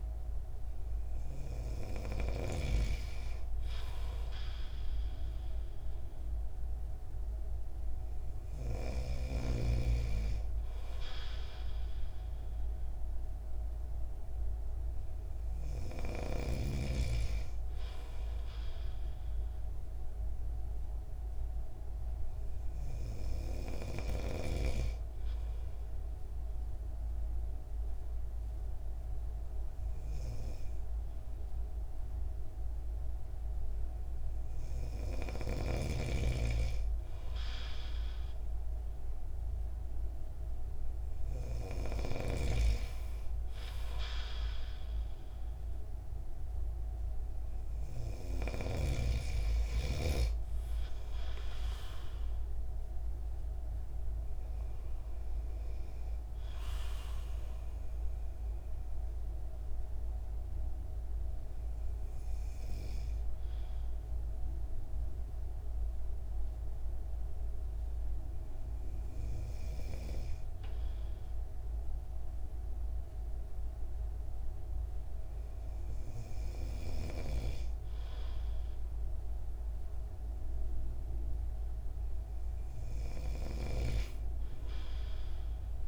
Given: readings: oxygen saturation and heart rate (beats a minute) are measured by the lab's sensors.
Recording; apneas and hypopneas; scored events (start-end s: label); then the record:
breathing in sleep by a room microphone; 2
26.00-36.50 s: obstructive apnea (oxygen 96% before, 94% lowest)
39.00-43.00 s: arousal
59.00-79.50 s: hypopnea (oxygen 96% before, 94% lowest)
81.50-84.00 s: arousal
From the record:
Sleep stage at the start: N2 (light sleep); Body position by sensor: on the right side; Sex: male